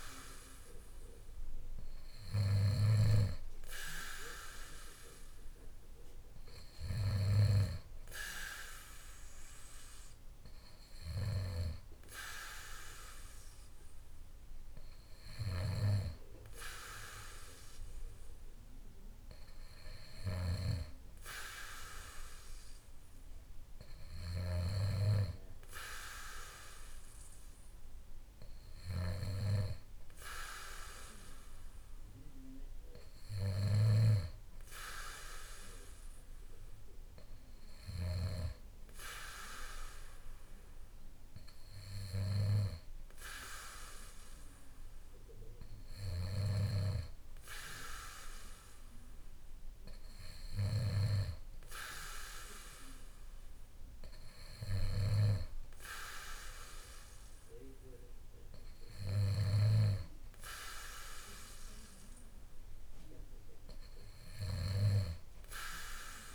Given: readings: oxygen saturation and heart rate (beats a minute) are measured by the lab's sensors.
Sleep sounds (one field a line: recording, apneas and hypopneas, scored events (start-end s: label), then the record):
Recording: breathing in sleep by a room microphone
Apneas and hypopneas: none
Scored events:
none scored
From the record:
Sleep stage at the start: N2 (light sleep)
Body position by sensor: on the back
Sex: male